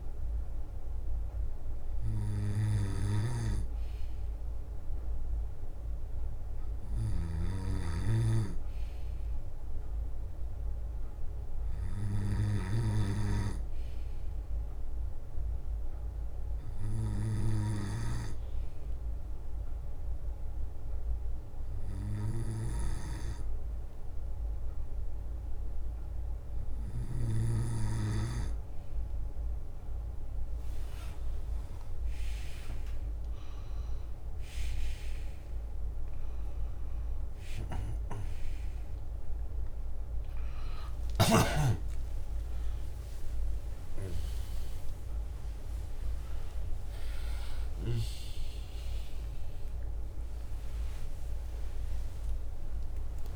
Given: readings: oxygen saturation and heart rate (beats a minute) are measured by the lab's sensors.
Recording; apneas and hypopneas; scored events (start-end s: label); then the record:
a person awake in a sleep study, by a room microphone; none
0.00-26.50 s: bradycardia (device-marked, heart rate 32 extreme)
0.50-7.50 s: leg movement (device-marked)
1.00-3.00 s: long interval between heartbeats (device-marked, heart rate 54 before, 55 extreme)
5.50-7.50 s: long interval between heartbeats (device-marked, heart rate 53 before, 46 extreme)
9.50-16.50 s: leg movement (device-marked)
14.00-16.00 s: long interval between heartbeats (device-marked, heart rate 48 before, 43 extreme)
17.00-19.00 s: long interval between heartbeats (device-marked, heart rate 47 before, 47 extreme)
18.50-25.50 s: leg movement (device-marked)
20.50-50.50 s: new sleep stage, awake
27.00-35.00 s: leg movement (device-marked)
30.50-32.50 s: long interval between heartbeats (device-marked, heart rate 47 before, 78 extreme)
32.50-34.50 s: long interval between heartbeats (device-marked, heart rate 51 before, 78 extreme)
32.50-38.50 s: bradycardia (device-marked, heart rate 53 before, 38 extreme)
36.00-38.00 s: long interval between heartbeats (device-marked, heart rate 56 before, 59 extreme)
37.50-53.36 s: drop in pulse transit time (device-marked, heart rate 57 before, 38 extreme)
39.00-41.00 s: long interval between heartbeats (device-marked, heart rate 57 before, 39 extreme)
41.50-43.50 s: long interval between heartbeats (device-marked, heart rate 57 before, 66 extreme)
50.50-53.36 s: new sleep stage, N2 (light sleep)
51.00-53.00 s: long interval between heartbeats (device-marked, heart rate 67 before, 78 extreme)
From the record:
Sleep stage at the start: N2 (light sleep); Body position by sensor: on the left side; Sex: male